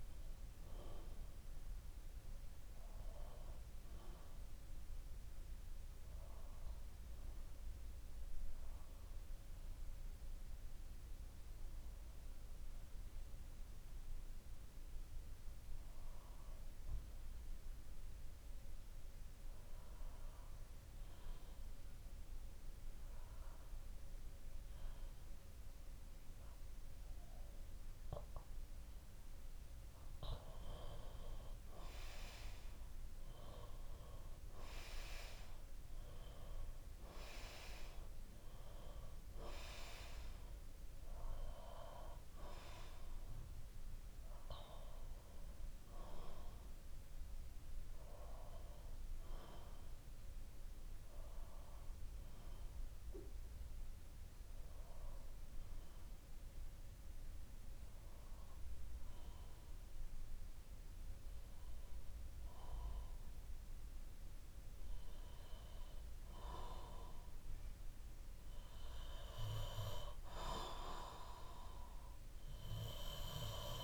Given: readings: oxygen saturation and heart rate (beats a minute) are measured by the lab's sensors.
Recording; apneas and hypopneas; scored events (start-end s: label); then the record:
breathing in sleep by a room microphone; 2
2.50-28.50 s: bradycardia (device-marked, heart rate 63 before, 57 extreme)
4.00-29.50 s: obstructive apnea (oxygen 93% before, 91% lowest, heart rate 62 before, 57 extreme, up 6 after)
32.00-36.50 s: arousal
47.50-69.00 s: obstructive apnea (oxygen 97% before, 91% lowest, heart rate 61 before, 59 extreme, up 2 after)
48.50-56.50 s: bradycardia (device-marked, heart rate 63 before, 59 extreme)
59.50-73.84 s: oxygen desaturation (device-marked, oxygen 95% before, 91% lowest, heart rate 60 before, 59 extreme)
63.50-66.50 s: bradycardia (device-marked, heart rate 63 before, 59 extreme)
71.00-73.84 s: arousal
From the record:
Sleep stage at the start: N2 (light sleep); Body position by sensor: on the back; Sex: male